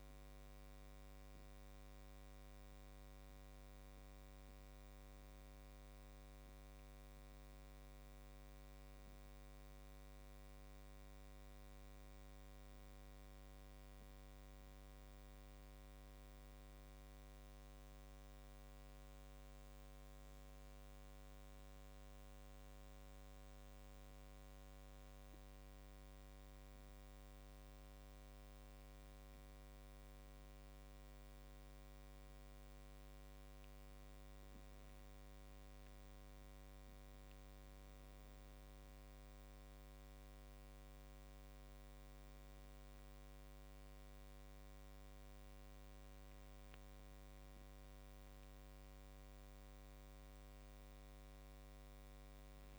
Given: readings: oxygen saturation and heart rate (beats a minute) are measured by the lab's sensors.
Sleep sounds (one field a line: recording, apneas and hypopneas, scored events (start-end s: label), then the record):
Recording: a person awake in a sleep study, hard to hear, by a microphone on the trachea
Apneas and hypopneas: none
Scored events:
none scored
From the record:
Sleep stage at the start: awake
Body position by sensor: on the back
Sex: male